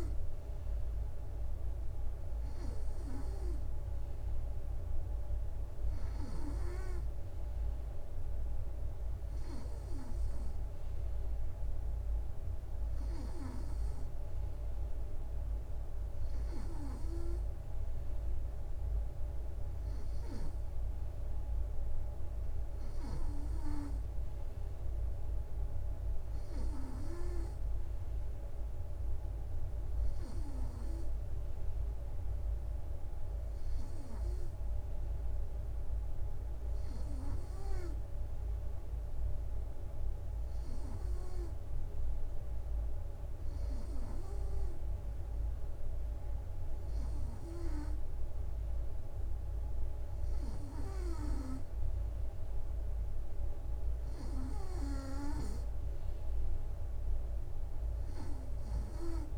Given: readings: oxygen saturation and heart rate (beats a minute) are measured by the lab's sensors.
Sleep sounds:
breathing in sleep by a room microphone; none
none scored
From the record:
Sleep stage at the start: N3 (deep sleep); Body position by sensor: on the right side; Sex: male

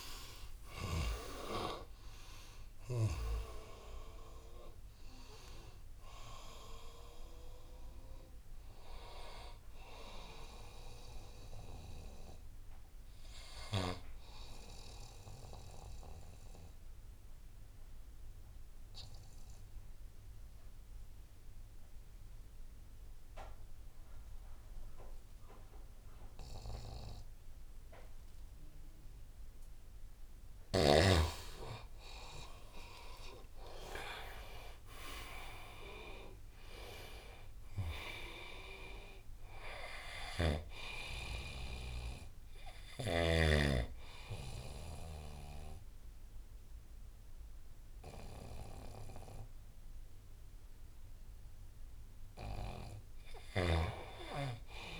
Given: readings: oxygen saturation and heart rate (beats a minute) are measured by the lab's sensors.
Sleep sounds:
breathing in sleep by a room microphone; 1
0.00-2.00 s: arousal
0.00-13.50 s: oxygen desaturation (device-marked, oxygen 91% lowest, heart rate 69 extreme)
14.00-30.50 s: obstructive apnea (oxygen 98% before, 91% lowest, heart rate 77 before, 69 extreme, up 21 after)
32.00-35.50 s: arousal
34.50-55.00 s: oxygen desaturation (device-marked, oxygen 99% before, 94% lowest, heart rate 77 before, 74 extreme)
35.50-55.00 s: new sleep stage, N1 (lightest sleep)
53.00-55.00 s: snoring (device-marked)
From the record:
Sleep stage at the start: N2 (light sleep); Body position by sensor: on the right side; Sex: male

